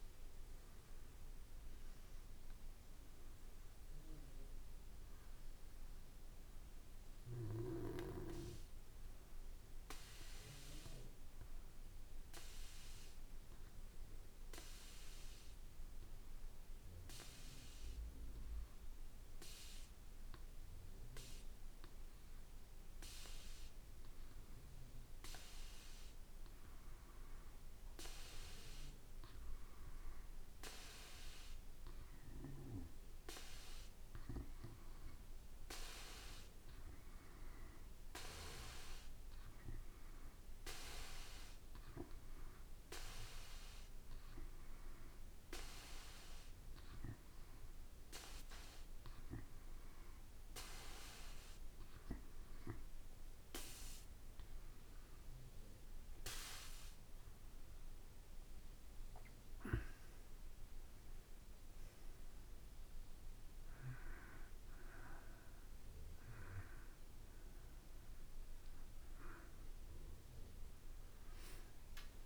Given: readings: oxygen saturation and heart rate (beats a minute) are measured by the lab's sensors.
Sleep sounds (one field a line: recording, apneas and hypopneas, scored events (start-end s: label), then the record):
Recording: breathing in sleep by a room microphone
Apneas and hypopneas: 1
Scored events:
0.00-2.50 s: oxygen desaturation (device-marked, oxygen 88% lowest, heart rate 55 extreme)
0.00-11.50 s: drop in pulse transit time (device-marked, heart rate 58 extreme)
13.00-30.50 s: hypopnea (oxygen 95% before, 88% lowest, heart rate 69 before, 55 extreme, up 3 after)
34.50-39.00 s: arousal
From the record:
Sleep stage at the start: N2 (light sleep)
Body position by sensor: on the back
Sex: male